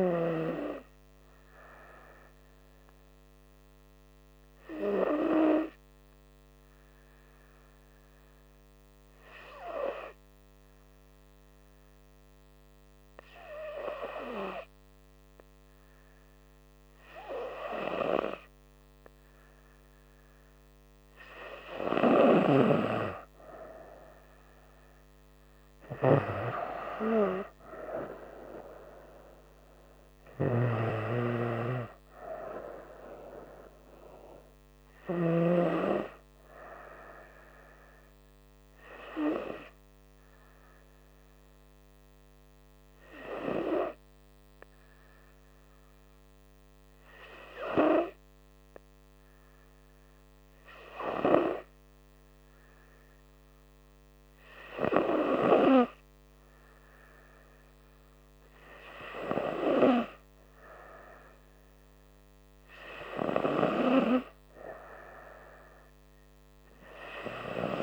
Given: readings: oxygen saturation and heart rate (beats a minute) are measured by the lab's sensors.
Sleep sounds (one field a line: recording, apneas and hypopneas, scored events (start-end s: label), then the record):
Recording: breathing in sleep by a microphone on the trachea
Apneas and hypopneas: 2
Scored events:
5.50-20.50 s: hypopnea (oxygen 97% before, 95% lowest, heart rate 68 before, 66 extreme, up 1 after)
22.50-35.50 s: snoring (device-marked)
25.50-29.50 s: arousal
37.00-56.50 s: hypopnea (oxygen 98% before, 95% lowest, heart rate 69 before, 65 extreme)
59.00-62.00 s: arousal
From the record:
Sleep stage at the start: N2 (light sleep)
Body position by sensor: on the right side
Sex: female